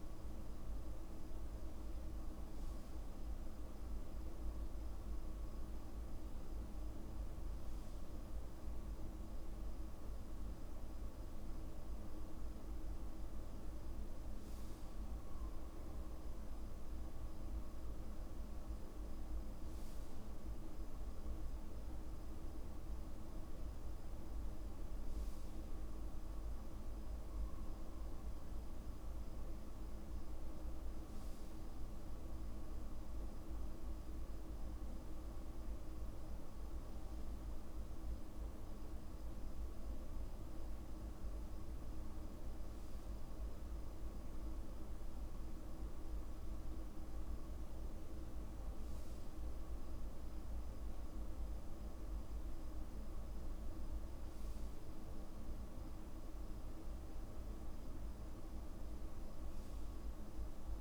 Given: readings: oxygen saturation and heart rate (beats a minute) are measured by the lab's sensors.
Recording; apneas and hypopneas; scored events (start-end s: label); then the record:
breathing in sleep, hard to hear, by a room microphone; none
none scored
From the record:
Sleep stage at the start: N2 (light sleep); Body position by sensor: on the back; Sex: male